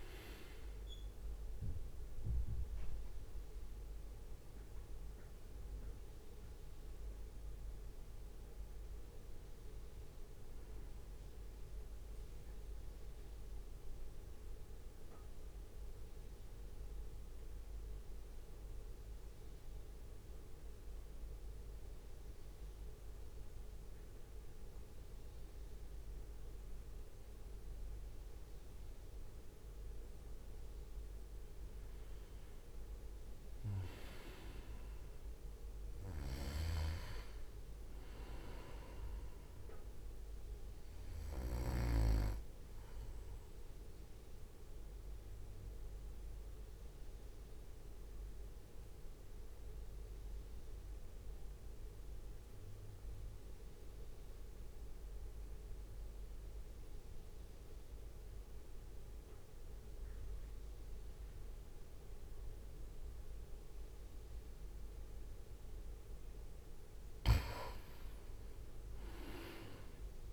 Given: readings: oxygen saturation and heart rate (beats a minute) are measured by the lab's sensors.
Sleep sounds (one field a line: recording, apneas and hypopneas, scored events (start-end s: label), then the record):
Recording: breathing in sleep by a room microphone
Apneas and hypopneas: 2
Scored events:
0.00-2.50 s: arousal
2.00-16.00 s: oxygen desaturation (device-marked, oxygen 97% before, 92% lowest, heart rate 63 before, 62 extreme)
11.50-31.00 s: central apnea (oxygen 97% before, 88% lowest, heart rate 64 before, 61 extreme, up 4 after)
33.00-36.50 s: arousal
33.00-54.00 s: oxygen desaturation (device-marked, oxygen 97% before, 92% lowest, heart rate 63 before, 56 extreme)
42.00-66.00 s: mixed apnea (oxygen 97% before, 88% lowest, heart rate 64 before, 54 extreme, up 3 after)
67.00-70.33 s: oxygen desaturation (device-marked, oxygen 96% before, 88% lowest, heart rate 66 before, 54 extreme)
From the record:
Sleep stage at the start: N2 (light sleep)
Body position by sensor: on the right side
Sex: male